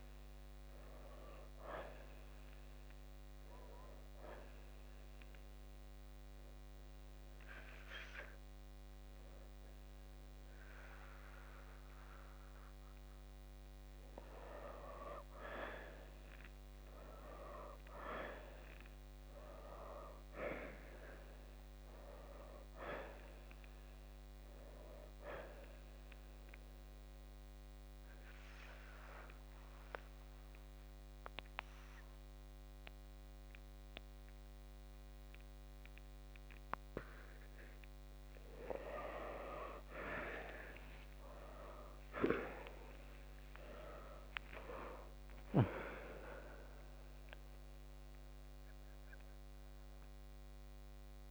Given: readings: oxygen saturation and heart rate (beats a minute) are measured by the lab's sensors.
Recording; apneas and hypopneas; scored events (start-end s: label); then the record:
breathing in sleep by a microphone on the trachea; 2
0.00-3.00 s: oxygen desaturation (device-marked, oxygen 87% lowest, heart rate 59 extreme)
3.00-14.50 s: hypopnea (oxygen 94% before, 85% lowest, heart rate 72 before, 59 extreme, up 4 after)
11.00-20.00 s: oxygen desaturation (device-marked, oxygen 94% before, 90% lowest, heart rate 69 before, 58 extreme)
17.50-21.50 s: arousal
26.00-37.50 s: central apnea (oxygen 94% before, 85% lowest, heart rate 65 before, 58 extreme, up 4 after)
27.00-39.00 s: oxygen desaturation (device-marked, oxygen 92% before, 85% lowest, heart rate 65 before, 58 extreme)
41.50-45.50 s: arousal
From the record:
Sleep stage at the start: N2 (light sleep); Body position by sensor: on the left side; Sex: male